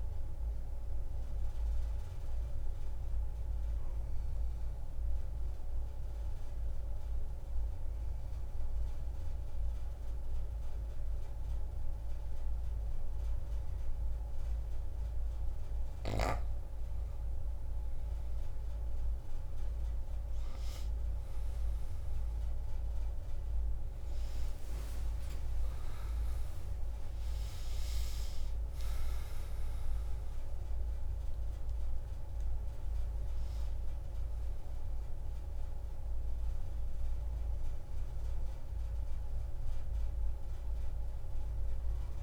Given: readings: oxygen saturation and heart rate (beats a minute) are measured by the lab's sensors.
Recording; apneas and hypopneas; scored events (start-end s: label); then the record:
breathing in sleep, hard to hear, by a room microphone; 1
0.00-6.00 s: oxygen desaturation (device-marked, oxygen 92% lowest)
4.00-15.50 s: obstructive apnea (oxygen 97% before, 86% lowest)
19.00-41.00 s: oxygen desaturation (device-marked, oxygen 94% before, 86% lowest)
22.50-27.50 s: arousal
From the record:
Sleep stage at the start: N2 (light sleep); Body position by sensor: on the back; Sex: female